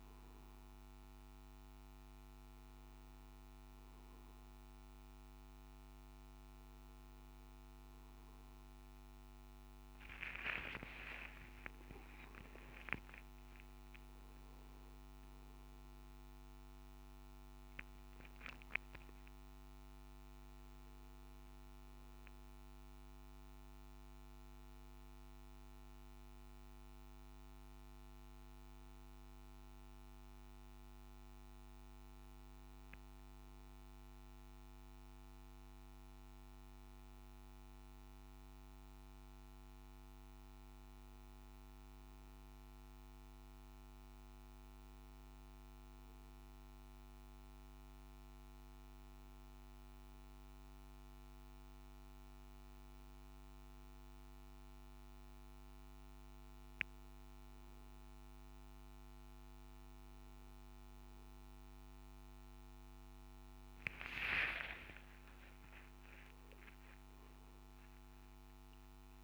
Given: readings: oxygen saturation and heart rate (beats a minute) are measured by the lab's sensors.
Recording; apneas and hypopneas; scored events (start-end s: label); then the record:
breathing in sleep by a microphone on the trachea; none
none scored
From the record:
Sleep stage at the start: N1 (lightest sleep); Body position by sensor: on the back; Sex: male